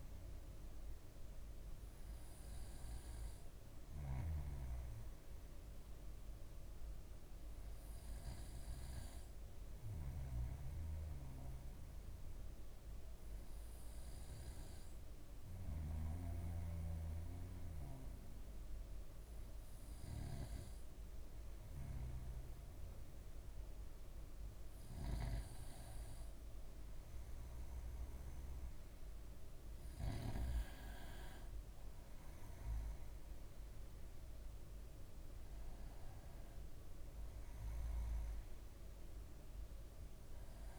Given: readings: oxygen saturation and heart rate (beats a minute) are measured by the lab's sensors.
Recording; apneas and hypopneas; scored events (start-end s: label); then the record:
breathing in sleep by a room microphone; none
none scored
From the record:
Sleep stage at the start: N2 (light sleep); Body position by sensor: on the right side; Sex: male